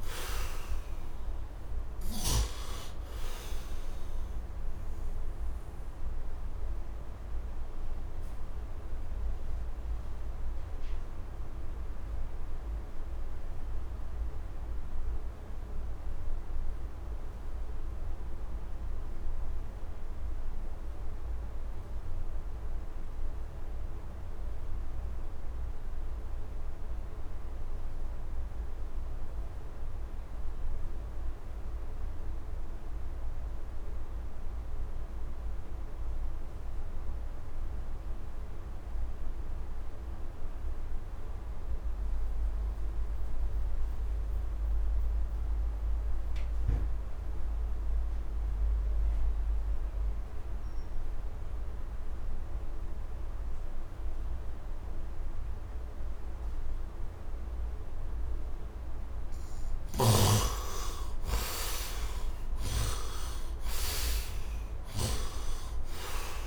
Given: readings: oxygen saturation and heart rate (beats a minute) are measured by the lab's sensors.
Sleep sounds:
breathing in sleep by a room microphone; 1
0.00-2.00 s: snoring (device-marked)
0.00-14.00 s: oxygen desaturation (device-marked, oxygen 53% lowest, heart rate 63 extreme)
5.50-59.00 s: obstructive apnea (oxygen 76% before, 45% lowest, heart rate 73 before, 68 extreme, up 19 after)
21.00-66.47 s: oxygen desaturation (device-marked, oxygen 100% before, 45% lowest, heart rate 80 before, 68 extreme)
60.50-64.50 s: arousal
64.50-66.47 s: snoring (device-marked)
From the record:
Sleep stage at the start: REM sleep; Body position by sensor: on the right side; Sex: male

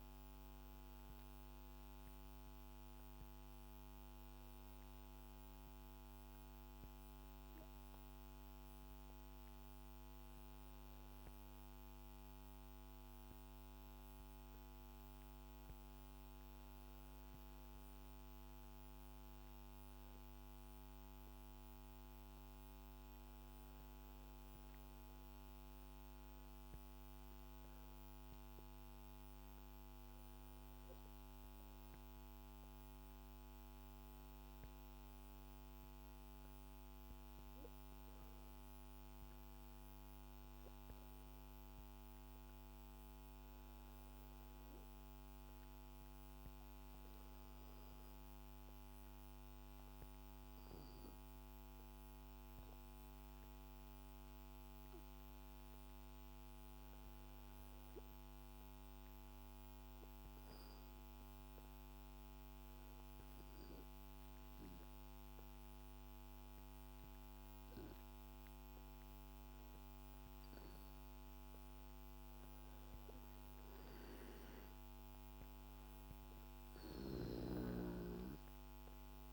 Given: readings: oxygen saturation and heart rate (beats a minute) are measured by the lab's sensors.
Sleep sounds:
breathing in sleep, hard to hear, by a microphone on the trachea; none
none scored
From the record:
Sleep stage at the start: N2 (light sleep); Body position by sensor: on the back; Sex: female

